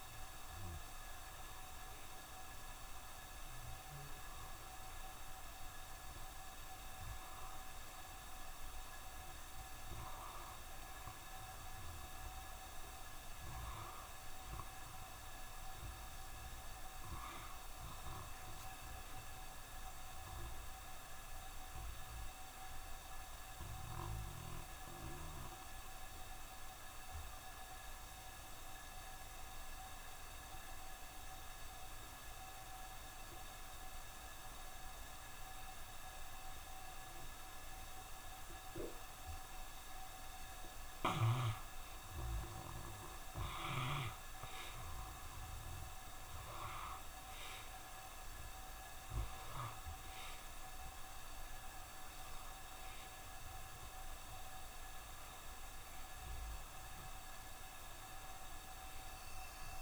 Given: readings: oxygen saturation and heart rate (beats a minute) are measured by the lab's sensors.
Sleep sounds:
breathing in sleep, hard to hear, by a room microphone; 1
12.00-16.00 s: arousal
18.50-39.50 s: obstructive apnea (oxygen 94% before, 86% lowest, heart rate 68 before, 68 extreme, up 2 after)
32.00-59.82 s: new sleep stage, N1 (lightest sleep)
38.00-59.82 s: oxygen desaturation (device-marked, oxygen 93% before, 86% lowest, heart rate 68 before, 66 extreme)
41.50-46.50 s: arousal
From the record:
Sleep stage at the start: N2 (light sleep); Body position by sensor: on the back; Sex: male

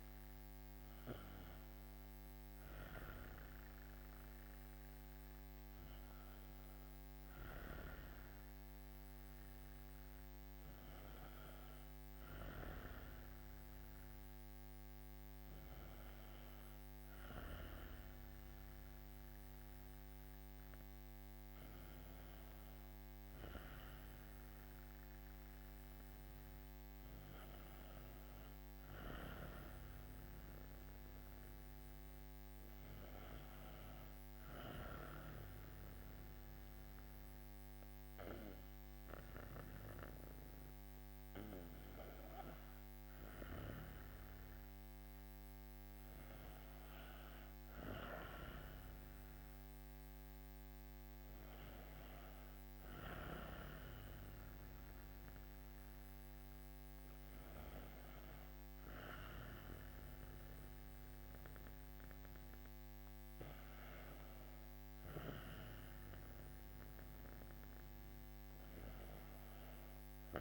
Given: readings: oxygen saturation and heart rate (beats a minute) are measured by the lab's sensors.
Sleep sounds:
breathing in sleep by a microphone on the trachea; none
50.00-63.00 s: oxygen desaturation (device-marked, oxygen 95% before, 92% lowest, heart rate 63 before, 61 extreme)
From the record:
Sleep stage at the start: N2 (light sleep); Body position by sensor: on the back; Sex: female

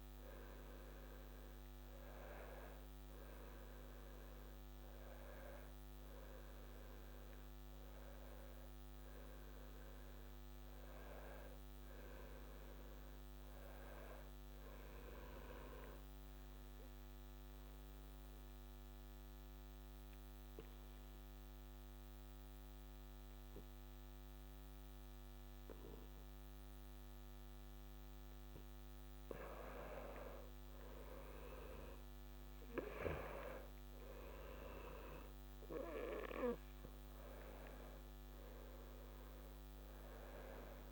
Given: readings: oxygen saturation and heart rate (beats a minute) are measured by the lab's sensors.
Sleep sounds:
breathing in sleep by a microphone on the trachea; 1
0.00-14.50 s: oxygen desaturation (device-marked, oxygen 89% lowest, heart rate 71 extreme)
17.00-29.00 s: obstructive apnea (oxygen 97% before, 91% lowest, heart rate 74 before, 72 extreme, up 1 after)
32.00-35.50 s: arousal
32.50-40.92 s: oxygen desaturation (device-marked, oxygen 96% before, 91% lowest, heart rate 74 before, 69 extreme)
From the record:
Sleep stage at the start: N2 (light sleep); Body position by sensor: on the back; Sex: male

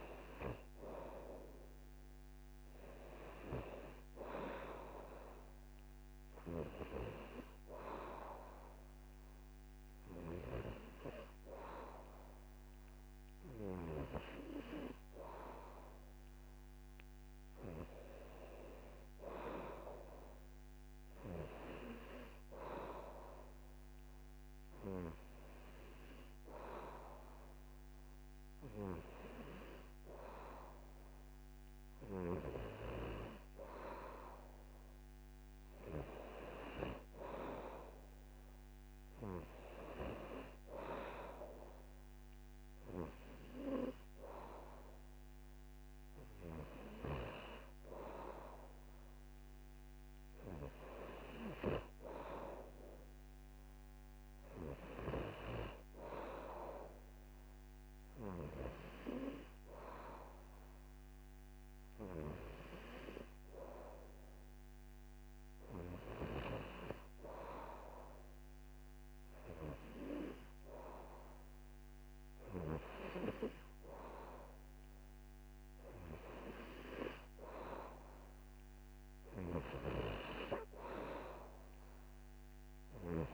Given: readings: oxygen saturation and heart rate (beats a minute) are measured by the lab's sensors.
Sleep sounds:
breathing in sleep by a microphone on the trachea; none
none scored
From the record:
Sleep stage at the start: N2 (light sleep); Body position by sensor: on the back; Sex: male

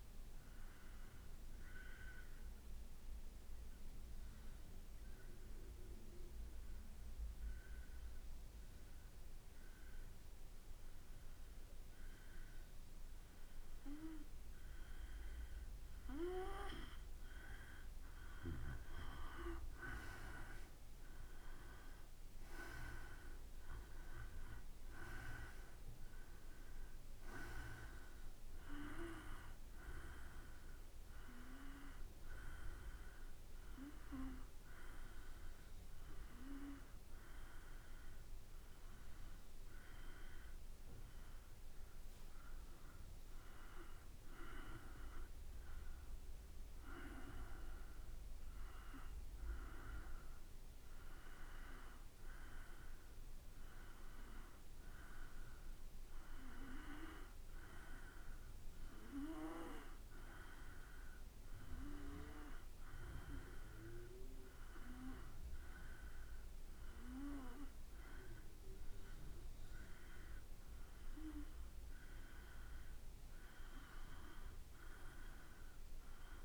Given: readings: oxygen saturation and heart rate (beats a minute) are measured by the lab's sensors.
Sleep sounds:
breathing in sleep by a room microphone; 2
1.50-15.00 s: obstructive apnea (oxygen 95% before, 89% lowest, heart rate 55 before, 52 extreme, up 6 after)
17.00-42.00 s: oxygen desaturation (device-marked, oxygen 95% before, 89% lowest, heart rate 53 before, 52 extreme)
17.50-22.00 s: arousal
39.50-72.00 s: hypopnea (oxygen 95% before, 91% lowest, heart rate 56 before, 53 extreme, up 2 after)
53.50-55.50 s: long interval between heartbeats (device-marked, heart rate 53 before, 63 extreme)
75.00-76.45 s: arousal
From the record:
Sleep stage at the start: N2 (light sleep); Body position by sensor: on the back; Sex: male

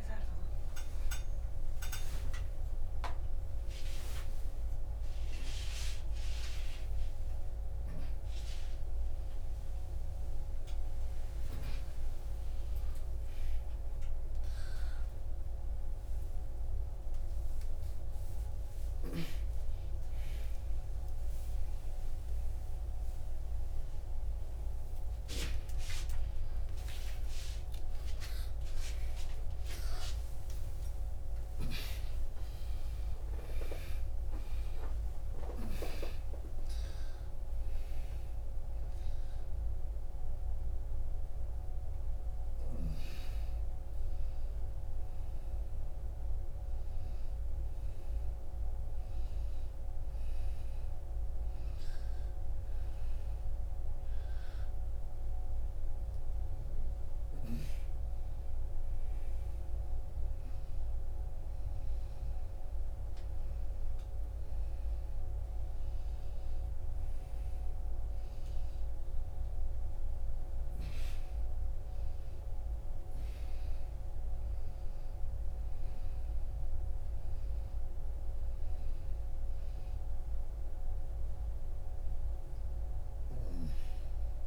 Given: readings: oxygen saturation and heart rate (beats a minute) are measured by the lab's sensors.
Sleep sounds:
a person awake in a sleep study, by a room microphone; none
27.00-33.00 s: oxygen desaturation (device-marked, oxygen 97% before, 92% lowest, heart rate 42 before, 80 extreme)
From the record:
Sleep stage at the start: awake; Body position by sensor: upright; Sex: female

